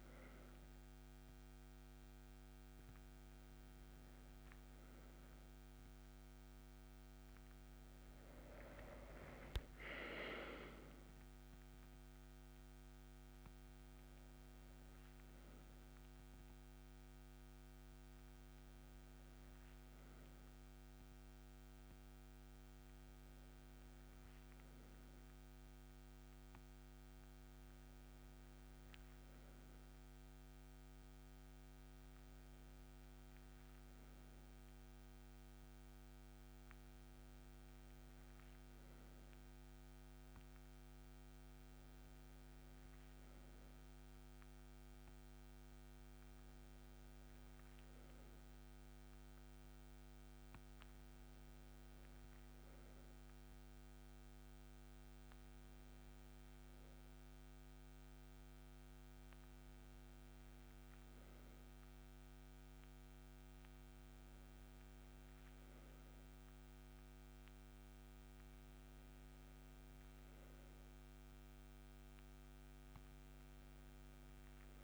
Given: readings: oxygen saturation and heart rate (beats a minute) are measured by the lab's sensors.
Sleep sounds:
breathing in sleep, hard to hear, by a microphone on the trachea; none
none scored
From the record:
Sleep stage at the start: N2 (light sleep); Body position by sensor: on the right side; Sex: male

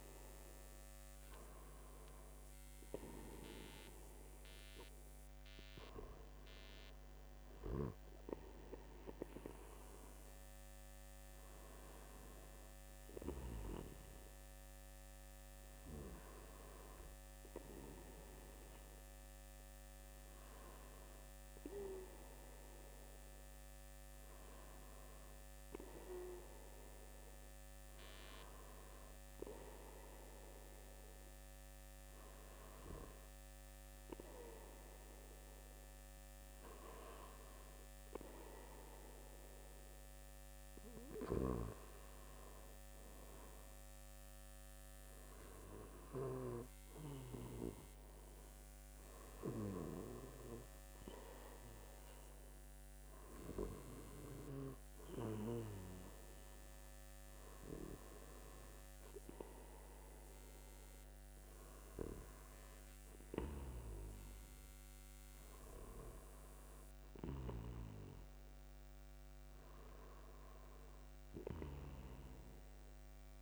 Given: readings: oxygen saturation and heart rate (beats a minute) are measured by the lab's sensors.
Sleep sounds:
breathing in sleep by a microphone on the trachea; none
none scored
From the record:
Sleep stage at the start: N2 (light sleep); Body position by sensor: on the back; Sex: male

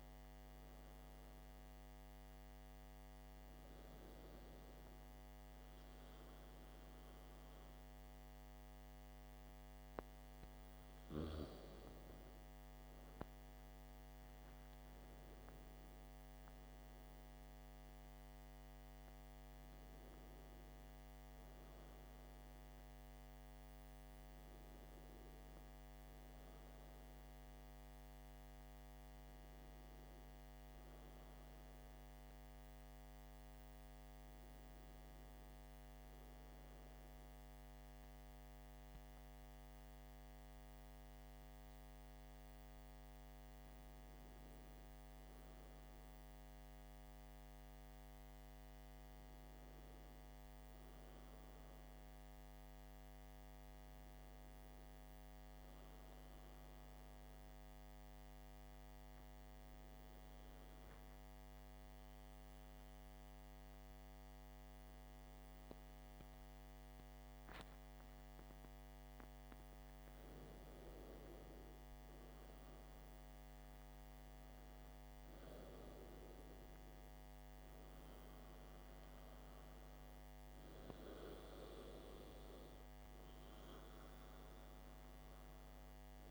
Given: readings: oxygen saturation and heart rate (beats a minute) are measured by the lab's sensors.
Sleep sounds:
breathing in sleep, hard to hear, by a microphone on the trachea; 1
42.50-47.00 s: arousal
54.50-67.50 s: obstructive apnea (oxygen 96% before, 94% lowest, heart rate 55 before, 51 extreme, up 8 after)
72.00-76.00 s: arousal
From the record:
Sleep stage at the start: N2 (light sleep); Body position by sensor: on the back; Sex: male

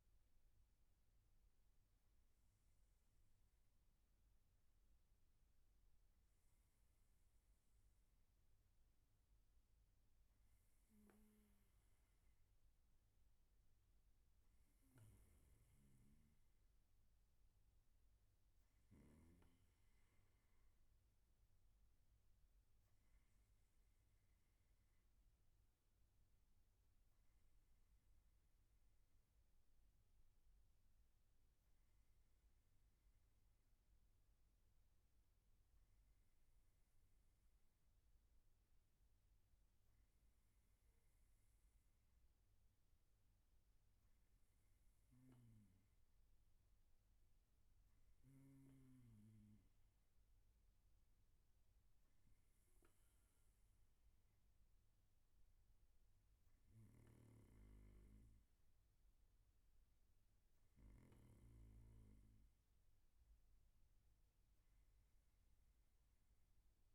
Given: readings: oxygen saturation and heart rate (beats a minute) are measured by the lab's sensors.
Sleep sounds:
breathing in sleep, hard to hear, by a room microphone; none
none scored
From the record:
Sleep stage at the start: N1 (lightest sleep); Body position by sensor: on the right side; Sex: male

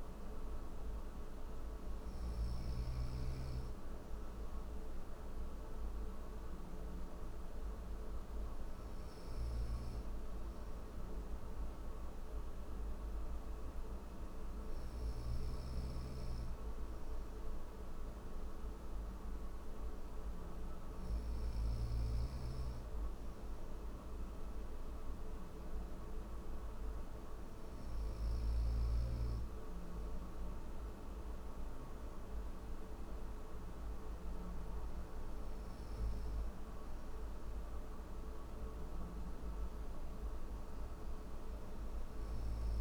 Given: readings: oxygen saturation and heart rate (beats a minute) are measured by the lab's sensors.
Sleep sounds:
breathing in sleep, hard to hear, by a room microphone; none
8.50-14.50 s: snoring (device-marked)
From the record:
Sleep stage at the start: N3 (deep sleep); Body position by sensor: on the right side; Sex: male

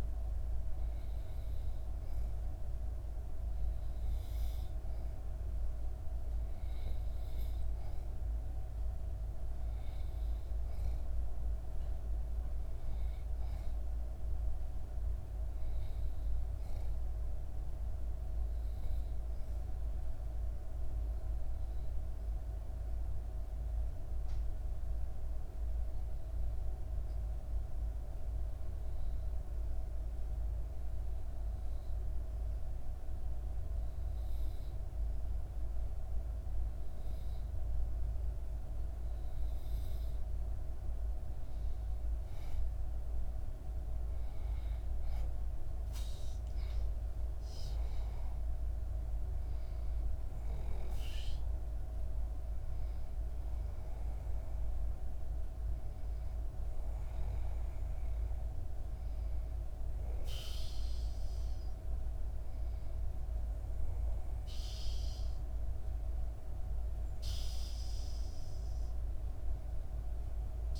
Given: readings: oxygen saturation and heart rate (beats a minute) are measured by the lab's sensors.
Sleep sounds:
breathing in sleep, hard to hear, by a room microphone; 1
0.00-3.00 s: arousal
0.00-21.00 s: oxygen desaturation (device-marked, oxygen 91% lowest, heart rate 62 extreme)
20.50-39.00 s: obstructive apnea (oxygen 95% before, 87% lowest, heart rate 64 before, 64 extreme, up 5 after)
42.00-64.00 s: oxygen desaturation (device-marked, oxygen 94% before, 87% lowest, heart rate 65 before, 67 extreme)
43.50-47.00 s: arousal
From the record:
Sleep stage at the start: REM sleep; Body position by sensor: on the back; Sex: female

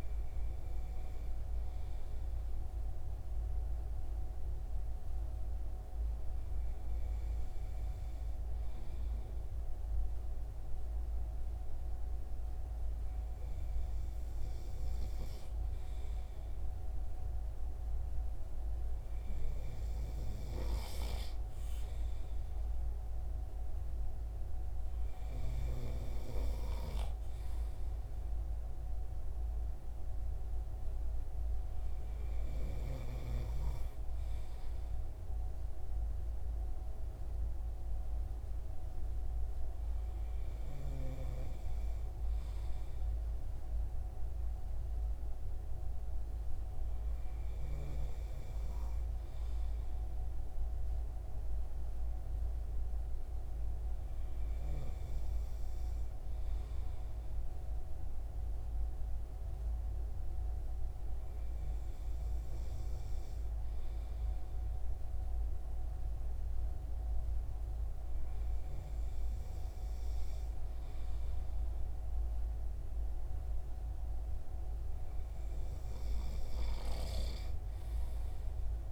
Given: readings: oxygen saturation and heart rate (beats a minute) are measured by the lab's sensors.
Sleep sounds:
breathing in sleep, hard to hear, by a room microphone; none
none scored
From the record:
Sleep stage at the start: N2 (light sleep); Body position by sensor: on the front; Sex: male

